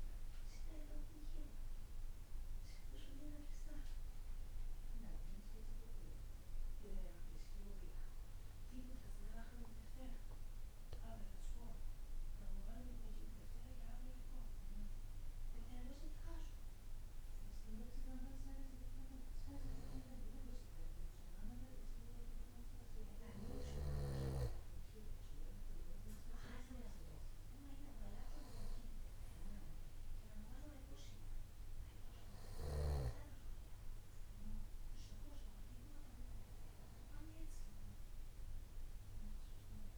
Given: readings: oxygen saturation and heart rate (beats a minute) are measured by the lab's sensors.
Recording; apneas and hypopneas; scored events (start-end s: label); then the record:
breathing in sleep by a room microphone; 1
7.00-11.00 s: arousal
14.00-25.50 s: hypopnea (oxygen 96% before, 94% lowest, heart rate 62 before, 59 extreme, up 2 after)
27.50-30.50 s: arousal
From the record:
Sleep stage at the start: N2 (light sleep); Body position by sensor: on the back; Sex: male